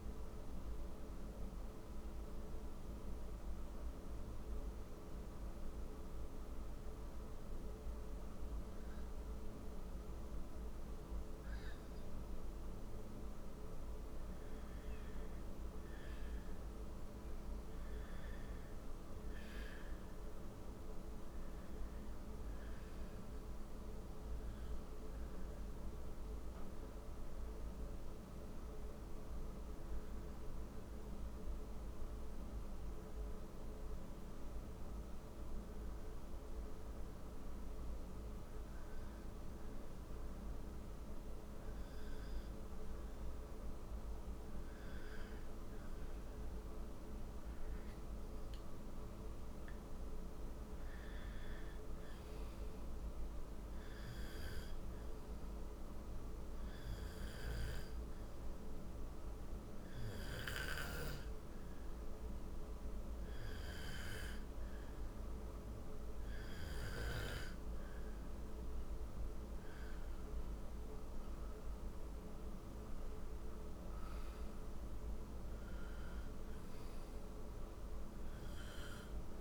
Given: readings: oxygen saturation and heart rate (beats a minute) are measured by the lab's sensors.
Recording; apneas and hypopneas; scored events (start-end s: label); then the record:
breathing in sleep, hard to hear, by a room microphone; 2
0.50-13.00 s: hypopnea (oxygen 95% before, 90% lowest, heart rate 92 before, 61 extreme, up 10 after)
16.00-20.00 s: arousal
20.50-33.50 s: oxygen desaturation (device-marked, oxygen 95% before, 90% lowest, heart rate 63 before, 63 extreme)
28.50-43.00 s: hypopnea (oxygen 95% before, 91% lowest, heart rate 65 before, 65 extreme, up 3 after)
45.00-49.00 s: arousal
72.00-76.00 s: arousal
From the record:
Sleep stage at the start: N2 (light sleep); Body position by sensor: on the right side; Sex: male